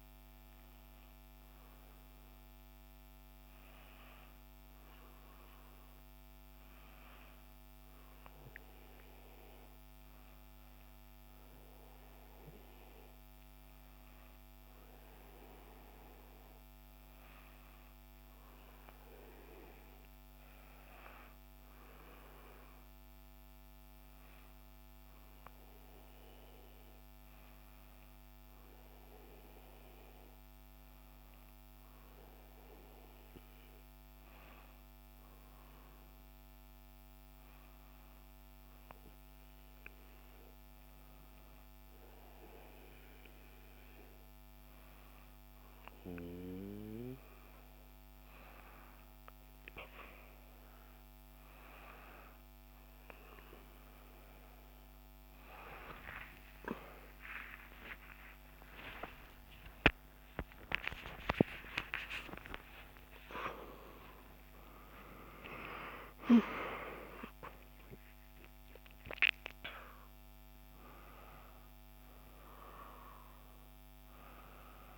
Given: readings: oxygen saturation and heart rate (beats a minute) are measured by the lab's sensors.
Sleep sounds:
a person partly awake in a sleep study, by a microphone on the trachea; 1
0.00-4.50 s: oxygen desaturation (device-marked, oxygen 93% lowest, heart rate 59 extreme)
20.00-24.50 s: arousal
29.00-44.50 s: hypopnea (oxygen 94% before, 92% lowest, heart rate 59 before, 59 extreme, up 1 after)
42.50-72.50 s: new sleep stage, awake
59.00-61.00 s: long interval between heartbeats (device-marked, heart rate 59 before, 90 extreme)
59.50-64.50 s: tachycardia (device-marked, heart rate 60 before, 122 extreme)
64.00-66.00 s: long interval between heartbeats (device-marked, heart rate 69 before, 116 extreme)
72.00-74.00 s: long interval between heartbeats (device-marked, heart rate 85 before, 85 extreme)
72.50-74.98 s: new sleep stage, N1 (lightest sleep)
From the record:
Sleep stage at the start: N2 (light sleep); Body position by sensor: on the back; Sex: female

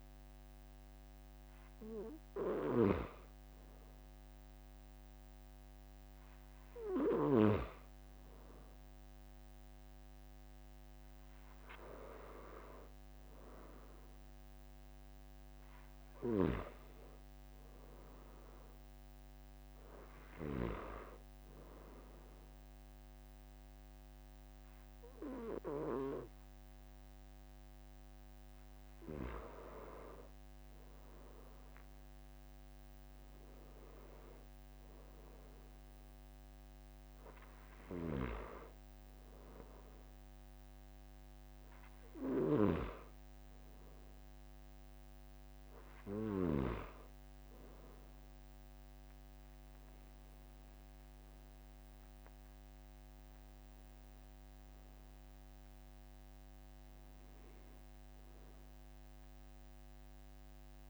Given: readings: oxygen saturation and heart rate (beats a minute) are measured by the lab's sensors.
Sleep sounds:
breathing in sleep by a microphone on the trachea; none
28.50-30.50 s: long interval between heartbeats (device-marked, heart rate 48 before, 56 extreme)
51.00-55.00 s: arousal
From the record:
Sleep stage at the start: N2 (light sleep); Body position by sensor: on the back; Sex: male

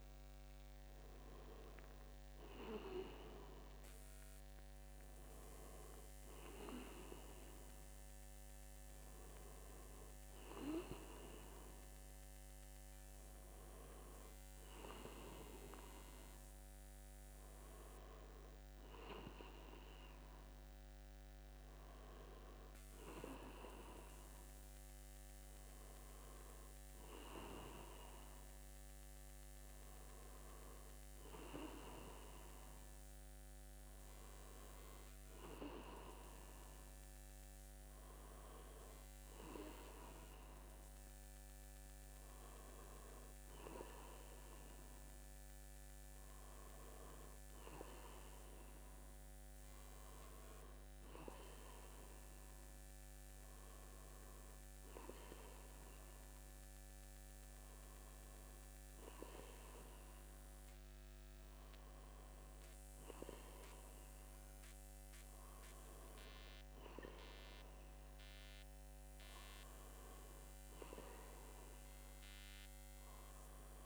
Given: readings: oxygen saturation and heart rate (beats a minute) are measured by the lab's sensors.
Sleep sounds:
breathing in sleep by a microphone on the trachea; none
none scored
From the record:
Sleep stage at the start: N2 (light sleep); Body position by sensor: on the back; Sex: male

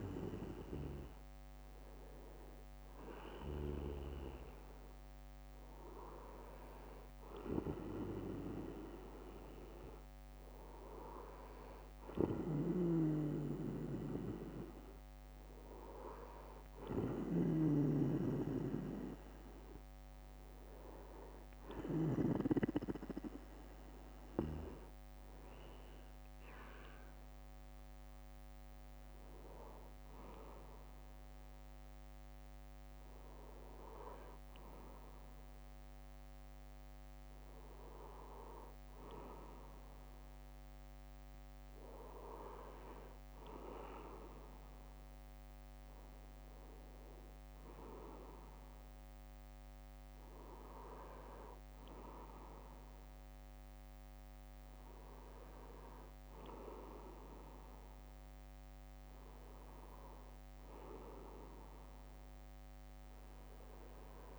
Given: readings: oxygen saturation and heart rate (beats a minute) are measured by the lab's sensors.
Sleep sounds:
breathing in sleep by a microphone on the trachea; none
10.50-14.50 s: bradycardia (device-marked, heart rate 62 before, 55 extreme)
20.50-22.50 s: bradycardia (device-marked, heart rate 62 before, 60 extreme)
37.50-39.50 s: bradycardia (device-marked, heart rate 62 before, 59 extreme)
50.50-52.50 s: bradycardia (device-marked, heart rate 62 before, 58 extreme)
From the record:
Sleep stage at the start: N2 (light sleep); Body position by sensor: on the back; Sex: male

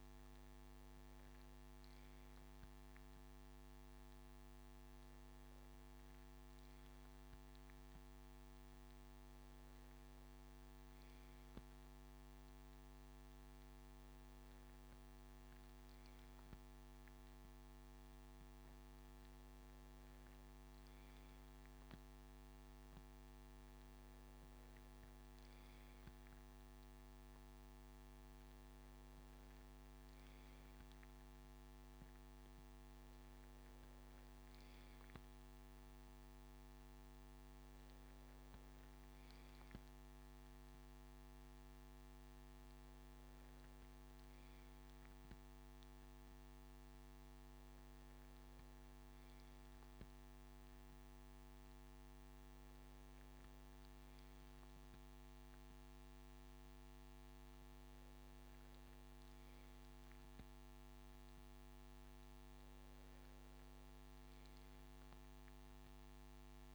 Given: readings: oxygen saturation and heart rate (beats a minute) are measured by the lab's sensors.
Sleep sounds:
breathing in sleep, hard to hear, by a microphone on the trachea; none
11.00-16.00 s: arousal
From the record:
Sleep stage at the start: N2 (light sleep); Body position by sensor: on the left side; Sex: male

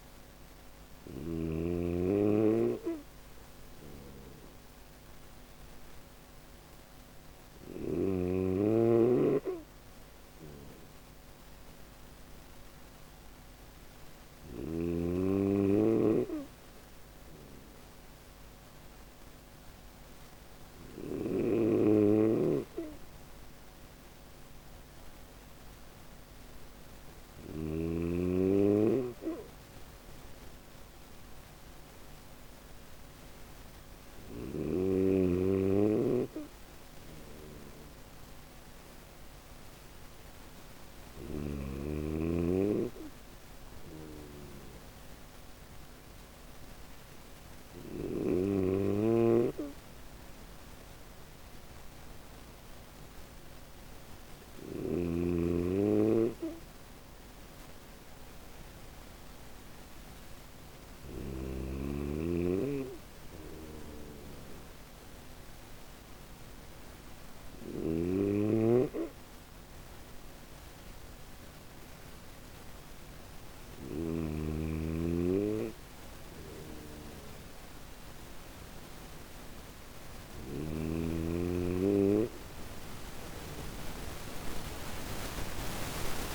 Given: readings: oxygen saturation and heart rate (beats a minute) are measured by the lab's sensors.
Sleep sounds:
breathing in sleep by a microphone on the trachea; none
20.00-26.50 s: snoring (device-marked)
62.50-73.00 s: snoring (device-marked)
From the record:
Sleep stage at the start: N1 (lightest sleep); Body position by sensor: on the back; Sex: male

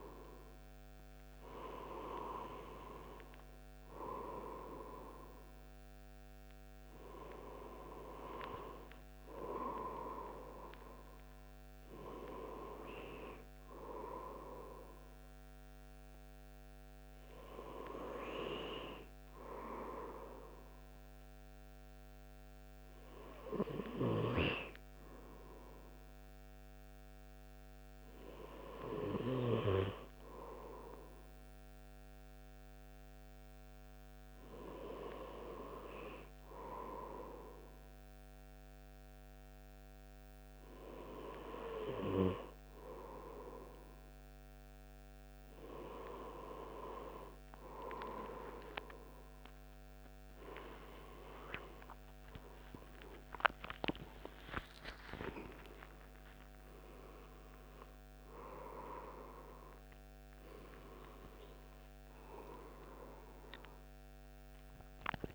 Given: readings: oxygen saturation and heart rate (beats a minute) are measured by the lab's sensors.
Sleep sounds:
breathing in sleep by a microphone on the trachea; none
0.00-3.50 s: arousal
52.50-56.50 s: arousal
From the record:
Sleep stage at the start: N2 (light sleep); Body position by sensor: on the right side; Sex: male

